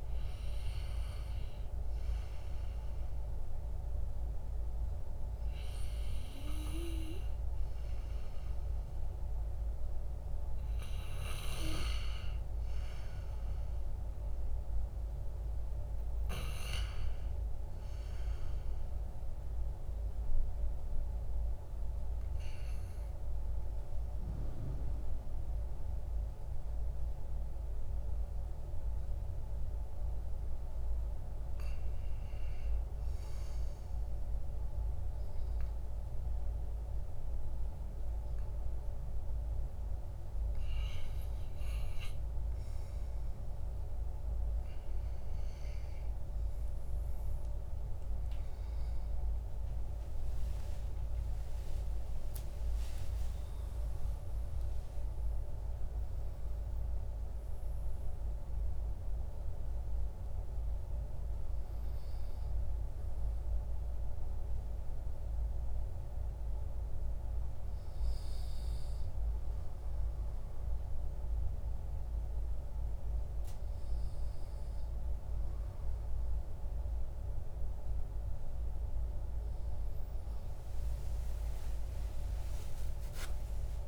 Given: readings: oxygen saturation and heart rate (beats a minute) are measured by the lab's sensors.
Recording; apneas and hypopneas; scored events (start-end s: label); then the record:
breathing in sleep, hard to hear, by a room microphone; 1
18.50-30.00 s: obstructive apnea (oxygen 98% before, 95% lowest, heart rate 64 before, 59 extreme, up 6 after)
32.00-36.00 s: arousal
46.00-52.50 s: arousal
47.50-66.50 s: oxygen desaturation (device-marked, oxygen 98% before, 95% lowest, heart rate 63 before, 55 extreme)
80.50-83.88 s: arousal
From the record:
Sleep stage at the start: REM sleep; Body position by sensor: on the back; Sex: male